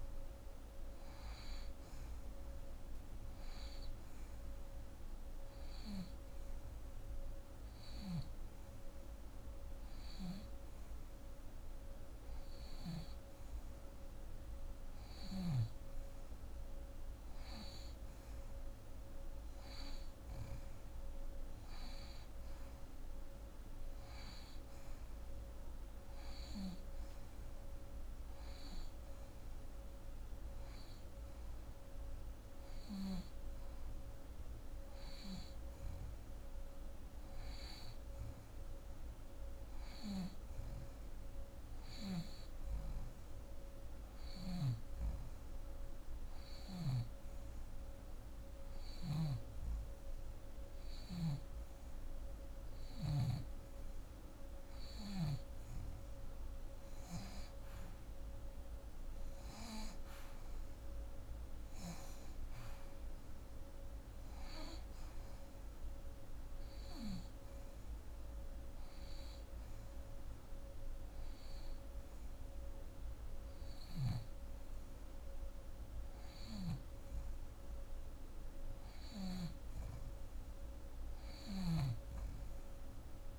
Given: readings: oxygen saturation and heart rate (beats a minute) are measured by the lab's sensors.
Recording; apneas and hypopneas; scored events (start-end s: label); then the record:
breathing in sleep by a room microphone; 3
4.00-14.50 s: hypopnea (oxygen 89% before, 86% lowest)
16.00-19.50 s: arousal
42.50-53.50 s: hypopnea (oxygen 89% before, 86% lowest)
44.00-53.00 s: snoring (device-marked)
56.50-60.00 s: arousal
66.50-76.50 s: hypopnea (oxygen 89% before, 86% lowest)
78.50-82.00 s: arousal
From the record:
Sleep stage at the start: N2 (light sleep); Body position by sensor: on the back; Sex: female